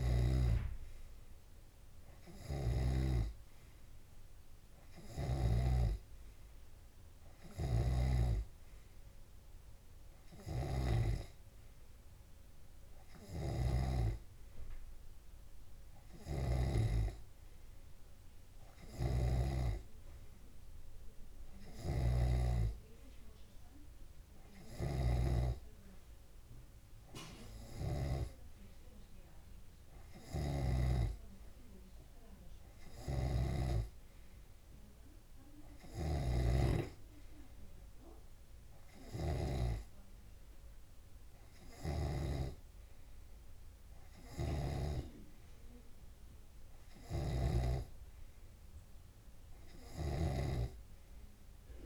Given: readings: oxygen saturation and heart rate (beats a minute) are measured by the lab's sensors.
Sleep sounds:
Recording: breathing in sleep by a room microphone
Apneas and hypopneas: none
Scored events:
0.00-1.00 s: snoring (device-marked)
0.00-2.50 s: arousal
1.50-3.50 s: long interval between heartbeats (device-marked)
3.00-6.50 s: snoring (device-marked)
3.50-5.50 s: long interval between heartbeats (device-marked)
9.00-13.00 s: oxygen desaturation (device-marked, oxygen 98% before, 96% lowest)
11.00-17.50 s: snoring (device-marked)
19.50-29.00 s: snoring (device-marked)
33.50-40.50 s: snoring (device-marked)
36.50-38.50 s: long interval between heartbeats (device-marked)
47.50-51.86 s: snoring (device-marked)
From the record:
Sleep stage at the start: N2 (light sleep)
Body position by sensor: on the left side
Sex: male

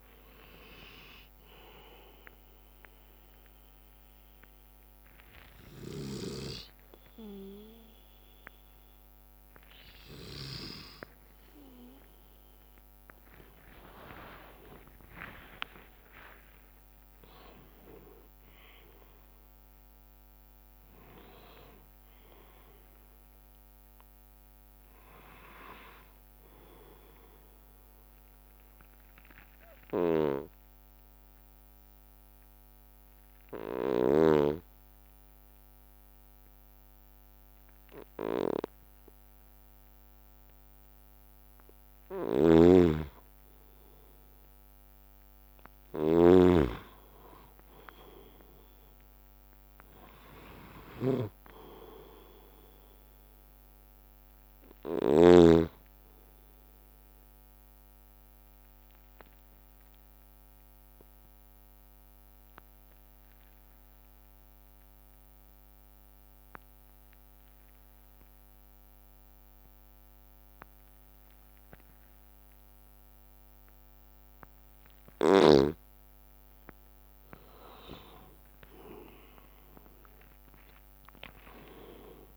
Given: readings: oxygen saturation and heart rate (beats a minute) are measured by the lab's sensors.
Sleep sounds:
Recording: breathing in sleep by a microphone on the trachea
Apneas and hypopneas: 2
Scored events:
0.00-3.00 s: drop in pulse transit time (device-marked, heart rate 67 extreme)
2.00-8.00 s: bradycardia (device-marked, heart rate 61 before, 56 extreme)
12.00-16.50 s: arousal
16.00-28.00 s: drop in pulse transit time (device-marked, heart rate 65 before, 69 extreme)
16.50-18.50 s: long interval between heartbeats (device-marked, heart rate 65 before, 79 extreme)
28.00-35.00 s: bradycardia (device-marked, heart rate 62 before, 55 extreme)
28.50-41.00 s: obstructive apnea (oxygen 98% before, 92% lowest, heart rate 73 before, 56 extreme, up 7 after)
30.00-34.50 s: snoring (device-marked)
38.00-41.00 s: bradycardia (device-marked, heart rate 62 before, 60 extreme)
42.50-55.50 s: snoring (device-marked)
44.00-47.50 s: arousal
47.00-68.00 s: oxygen desaturation (device-marked, oxygen 98% before, 94% lowest, heart rate 60 before, 56 extreme)
52.00-58.00 s: bradycardia (device-marked, heart rate 62 before, 57 extreme)
57.50-75.50 s: obstructive apnea (oxygen 98% before, 92% lowest, heart rate 61 before, 55 extreme, up 12 after)
59.00-74.00 s: bradycardia (device-marked, heart rate 62 before, 57 extreme)
77.50-82.37 s: arousal
80.00-82.37 s: oxygen desaturation (device-marked, oxygen 97% before, 92% lowest, heart rate 59 before, 55 extreme)
From the record:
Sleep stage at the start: N2 (light sleep)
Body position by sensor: on the left side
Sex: male

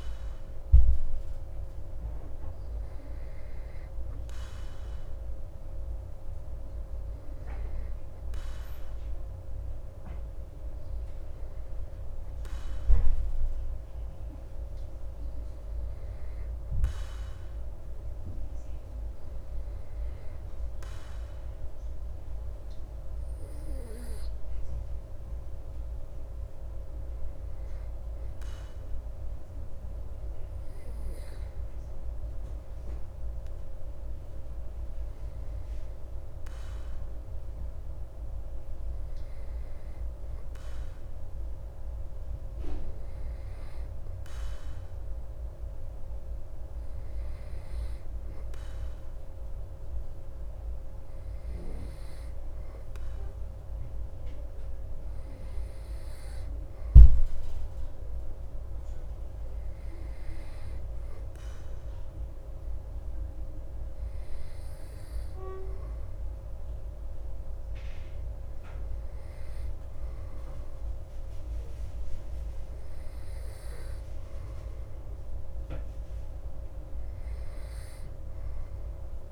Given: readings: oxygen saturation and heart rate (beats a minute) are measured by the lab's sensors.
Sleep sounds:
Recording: breathing in sleep, hard to hear, by a room microphone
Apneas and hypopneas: 1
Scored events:
0.00-3.00 s: arousal
17.50-29.50 s: hypopnea (oxygen 96% before, 95% lowest)
32.00-35.50 s: arousal
From the record:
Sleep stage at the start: N2 (light sleep)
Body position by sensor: on the back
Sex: male

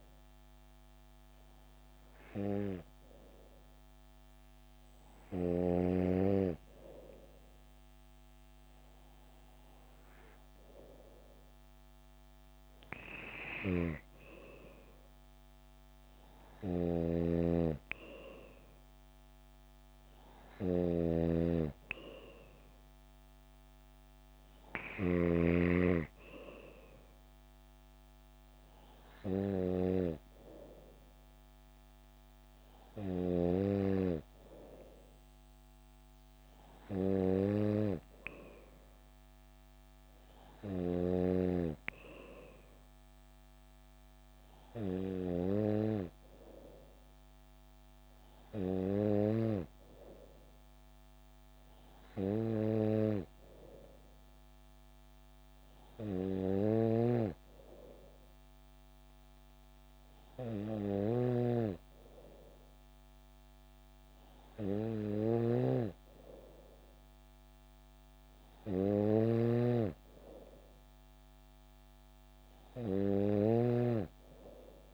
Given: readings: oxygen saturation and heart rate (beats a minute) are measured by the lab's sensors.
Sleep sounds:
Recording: breathing in sleep by a microphone on the trachea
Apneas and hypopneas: none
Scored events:
17.00-25.50 s: snoring (device-marked)
61.00-74.93 s: snoring (device-marked)
From the record:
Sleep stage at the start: N3 (deep sleep)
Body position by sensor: on the back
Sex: female

